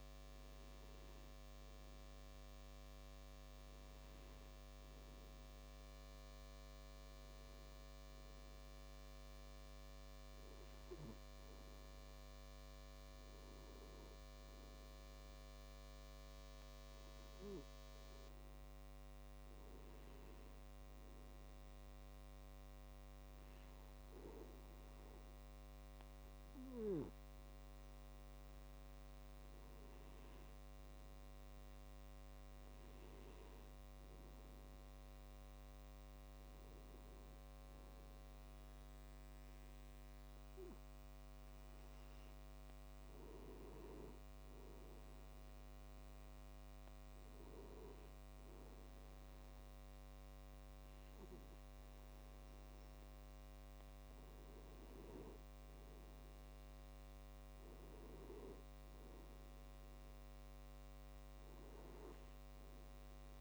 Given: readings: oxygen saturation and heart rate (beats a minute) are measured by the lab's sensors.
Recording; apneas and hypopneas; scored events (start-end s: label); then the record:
breathing in sleep by a microphone on the trachea; none
27.50-49.50 s: tachycardia (device-marked, heart rate 64 before, 149 extreme)
From the record:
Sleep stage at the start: N2 (light sleep); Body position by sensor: on the back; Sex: male